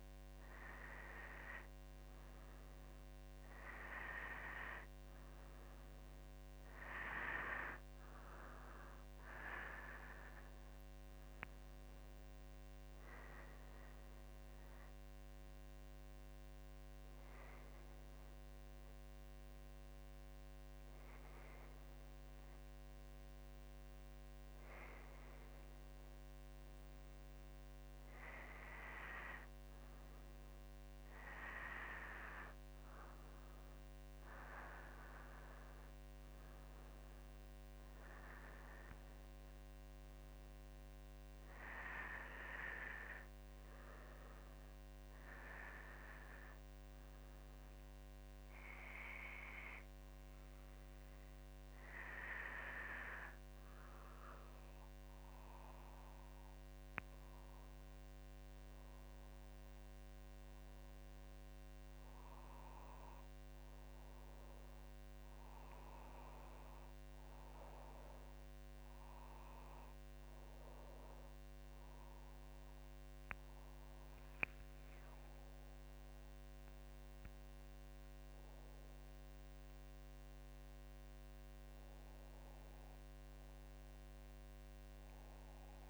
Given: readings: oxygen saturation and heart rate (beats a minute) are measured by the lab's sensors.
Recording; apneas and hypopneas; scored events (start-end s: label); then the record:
breathing in sleep by a microphone on the trachea; none
1.50-85.90 s: new sleep stage, N2 (light sleep)
73.00-77.50 s: arousal
From the record:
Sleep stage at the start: N1 (lightest sleep); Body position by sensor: on the back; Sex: female